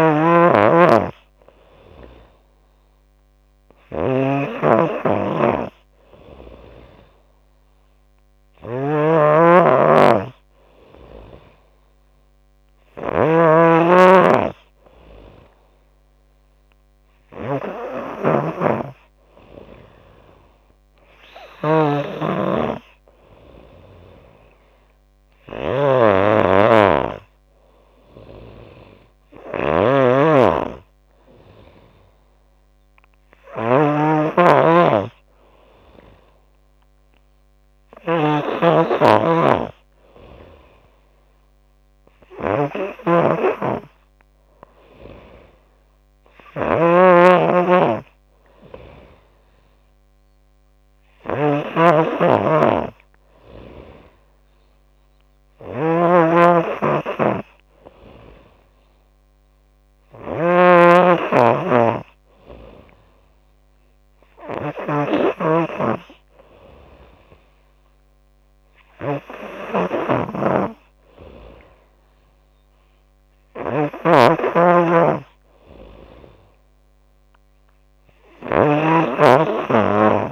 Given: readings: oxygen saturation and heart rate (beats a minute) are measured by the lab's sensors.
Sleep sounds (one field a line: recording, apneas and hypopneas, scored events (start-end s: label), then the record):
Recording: breathing in sleep by a microphone on the trachea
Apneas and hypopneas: none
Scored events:
0.00-80.32 s: snoring (device-marked)
19.00-21.00 s: long interval between heartbeats (device-marked, heart rate 83 before, 93 extreme)
41.50-52.50 s: oxygen desaturation (device-marked, oxygen 95% before, 92% lowest, heart rate 86 before, 83 extreme)
62.50-64.50 s: long interval between heartbeats (device-marked, heart rate 84 before, 94 extreme)
From the record:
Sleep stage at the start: N3 (deep sleep)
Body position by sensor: on the back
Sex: female